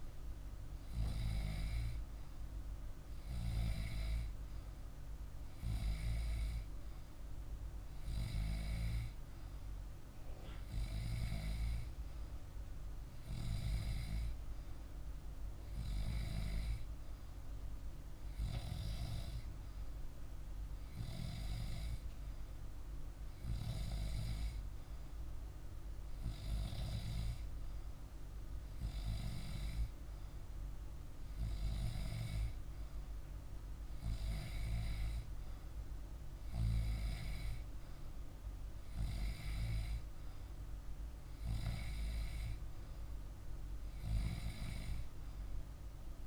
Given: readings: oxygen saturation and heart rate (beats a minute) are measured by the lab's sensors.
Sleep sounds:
breathing in sleep by a room microphone; none
none scored
From the record:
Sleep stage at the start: N2 (light sleep); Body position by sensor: on the back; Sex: male

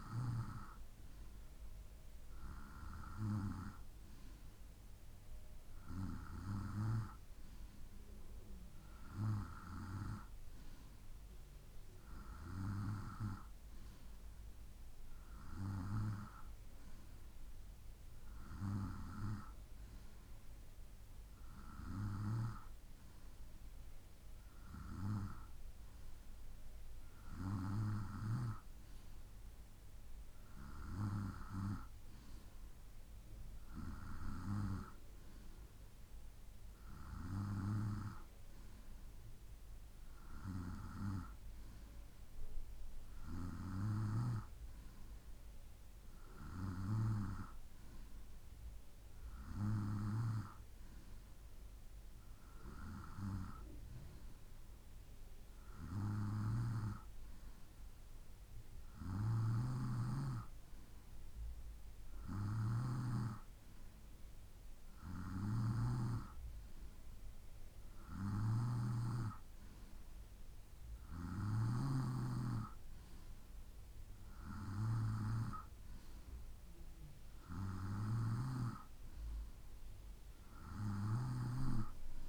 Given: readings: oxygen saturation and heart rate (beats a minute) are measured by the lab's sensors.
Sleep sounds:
breathing in sleep by a room microphone; none
none scored
From the record:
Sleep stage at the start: N2 (light sleep); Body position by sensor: on the right side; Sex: male

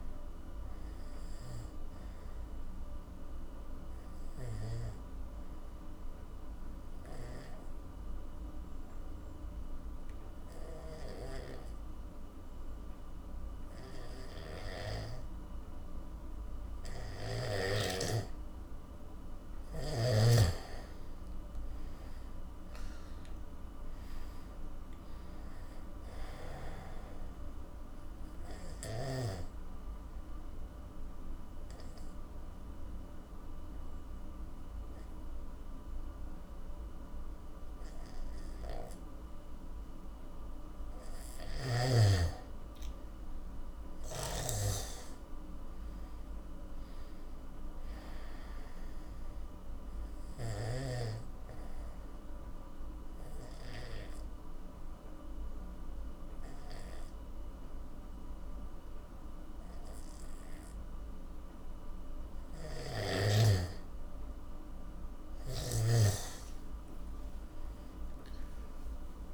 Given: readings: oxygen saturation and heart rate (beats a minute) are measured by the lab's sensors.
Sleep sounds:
breathing in sleep by a room microphone; 3
3.50-18.50 s: obstructive apnea (oxygen 98% before, 88% lowest, heart rate 56 before, 49 extreme, up 21 after)
6.50-17.50 s: oxygen desaturation (device-marked, oxygen 98% before, 92% lowest, heart rate 56 before, 49 extreme)
20.50-23.50 s: arousal
23.50-42.50 s: oxygen desaturation (device-marked, oxygen 97% before, 88% lowest, heart rate 53 before, 49 extreme)
27.50-40.50 s: obstructive apnea (oxygen 97% before, 88% lowest, heart rate 57 before, 49 extreme, up 20 after)
43.00-46.00 s: arousal
48.50-52.50 s: oxygen desaturation (device-marked, oxygen 97% before, 93% lowest, heart rate 56 before, 51 extreme)
49.00-63.00 s: obstructive apnea (oxygen 97% before, 88% lowest, heart rate 56 before, 51 extreme, up 24 after)
56.50-65.50 s: oxygen desaturation (device-marked, oxygen 97% before, 89% lowest, heart rate 57 before, 53 extreme)
62.50-66.00 s: snoring (device-marked)
From the record:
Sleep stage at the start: N2 (light sleep); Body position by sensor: on the back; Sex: male

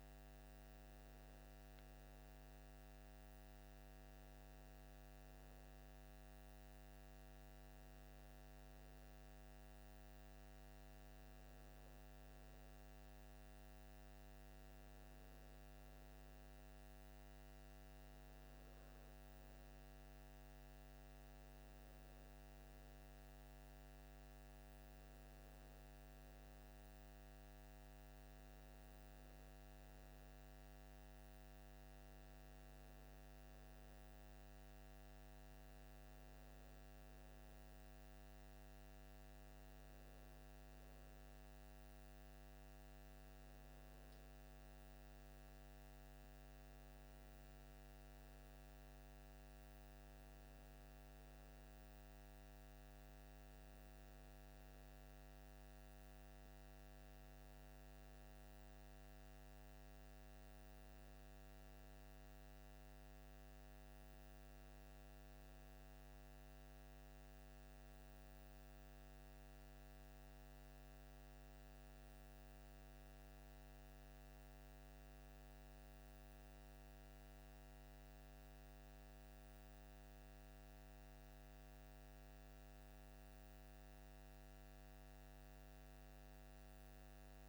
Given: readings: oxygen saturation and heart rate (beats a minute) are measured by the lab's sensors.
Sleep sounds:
breathing in sleep, hard to hear, by a microphone on the trachea; none
none scored
From the record:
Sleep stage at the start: N2 (light sleep); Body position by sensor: on the left side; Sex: male

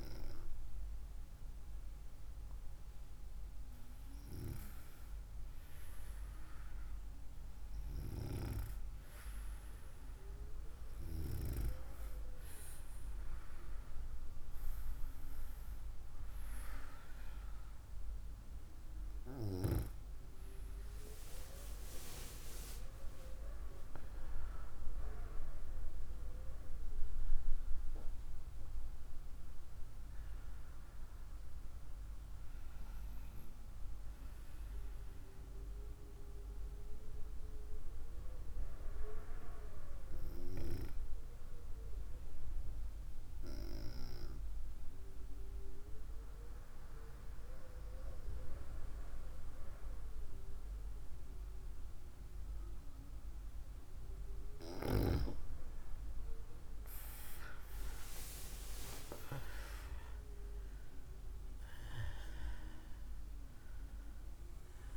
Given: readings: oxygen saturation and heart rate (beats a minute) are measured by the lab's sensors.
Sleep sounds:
breathing in sleep by a room microphone; 1
25.00-29.00 s: arousal
28.00-64.97 s: new sleep stage, N2 (light sleep)
36.00-54.50 s: hypopnea (oxygen 96% before, 92% lowest, heart rate 60 before, 54 extreme, up 6 after)
54.00-64.97 s: oxygen desaturation (device-marked, oxygen 96% before, 92% lowest, heart rate 58 before, 54 extreme)
57.00-61.50 s: arousal
From the record:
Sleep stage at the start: N1 (lightest sleep); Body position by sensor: on the right side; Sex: female

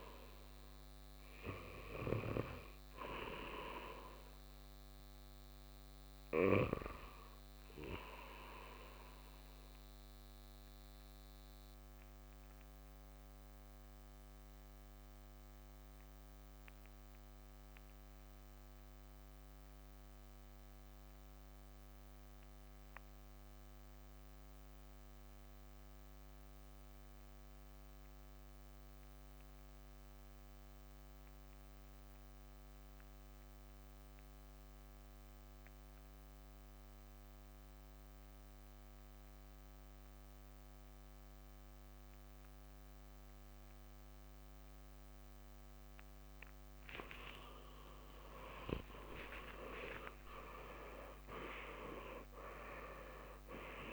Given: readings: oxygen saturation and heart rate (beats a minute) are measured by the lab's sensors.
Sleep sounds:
breathing in sleep by a microphone on the trachea; 1
0.00-6.00 s: oxygen desaturation (device-marked, oxygen 92% lowest, heart rate 56 extreme)
8.50-47.00 s: obstructive apnea (oxygen 97% before, 86% lowest, heart rate 64 before, 56 extreme)
37.00-53.93 s: oxygen desaturation (device-marked, oxygen 97% before, 86% lowest, heart rate 59 before, 56 extreme)
46.00-52.00 s: tachycardia (device-marked, heart rate 60 before, 115 extreme)
47.50-53.00 s: arousal
From the record:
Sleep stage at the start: REM sleep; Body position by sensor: on the right side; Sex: male

